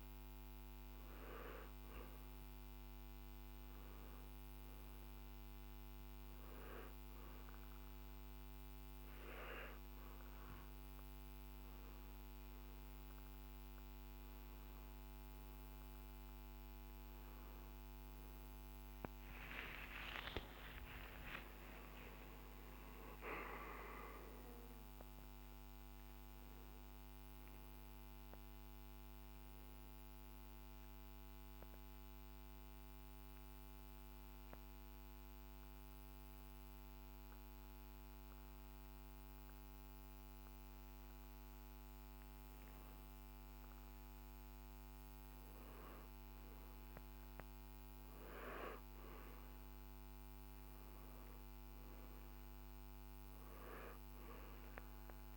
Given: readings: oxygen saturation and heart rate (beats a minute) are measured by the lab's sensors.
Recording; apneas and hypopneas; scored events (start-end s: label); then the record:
breathing in sleep by a microphone on the trachea; 1
19.50-24.50 s: arousal
32.00-43.00 s: obstructive apnea (oxygen 95% before, 92% lowest, heart rate 71 before, 54 extreme, up 3 after)
45.00-48.50 s: arousal
51.50-55.37 s: oxygen desaturation (device-marked, oxygen 99% before, 92% lowest, heart rate 60 before, 54 extreme)
From the record:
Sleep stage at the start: N2 (light sleep); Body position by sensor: on the back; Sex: male